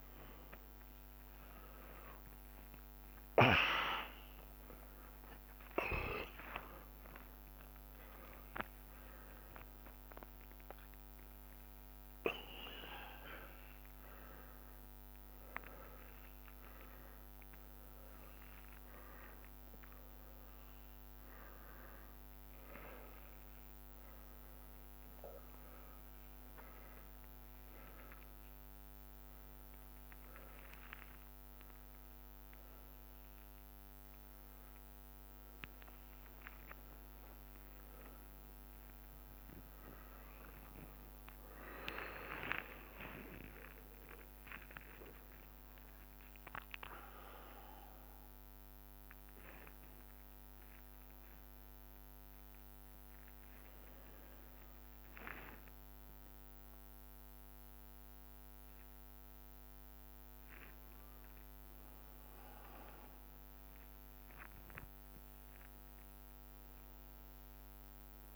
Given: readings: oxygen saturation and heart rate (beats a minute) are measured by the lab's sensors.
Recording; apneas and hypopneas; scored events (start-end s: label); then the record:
a person awake in a sleep study, by a microphone on the trachea; none
0.00-4.00 s: bradycardia (device-marked)
5.00-7.00 s: long interval between heartbeats (device-marked, heart rate 30 before, 35 extreme)
6.00-11.00 s: tachycardia (device-marked, heart rate 54 before, 128 extreme)
7.50-9.50 s: long interval between heartbeats (device-marked, heart rate 33 before, 68 extreme)
14.00-16.00 s: long interval between heartbeats (device-marked, heart rate 62 before, 90 extreme)
15.00-43.00 s: tachycardia (device-marked, heart rate 55 before, 194 extreme)
16.00-47.00 s: oxygen desaturation (device-marked, oxygen 94% before, 86% lowest)
19.00 s: drop in pulse transit time (device-marked)
19.50-21.50 s: long interval between heartbeats (device-marked, heart rate 78 before, 131 extreme)
21.50-23.50 s: long interval between heartbeats (device-marked, heart rate 87 before, 180 extreme)
23.50-25.50 s: long interval between heartbeats (device-marked, heart rate 102 before, 186 extreme)
25.50-27.50 s: long interval between heartbeats (device-marked, heart rate 118 before, 145 extreme)
29.50-31.50 s: long interval between heartbeats (device-marked, heart rate 135 before, 116 extreme)
30.00-41.00 s: drop in pulse transit time (device-marked, heart rate 134 before, 125 extreme)
32.00-34.00 s: long interval between heartbeats (device-marked, heart rate 135 before, 168 extreme)
36.00-38.00 s: long interval between heartbeats (device-marked, heart rate 150 before, 155 extreme)
43.00-49.00 s: bradycardia (device-marked)
55.00-68.00 s: oxygen desaturation (device-marked, oxygen 87% before, 83% lowest, heart rate 109 before, 76 extreme)
61.00-68.36 s: tachycardia (device-marked, heart rate 62 before, 190 extreme)
65.00-67.00 s: long interval between heartbeats (device-marked, heart rate 70 before, 126 extreme)
65.00-68.36 s: drop in pulse transit time (device-marked, heart rate 70 before, 90 extreme)
67.00-68.36 s: long interval between heartbeats (device-marked, heart rate 76 before, 178 extreme)
From the record:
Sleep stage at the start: awake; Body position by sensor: upright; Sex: male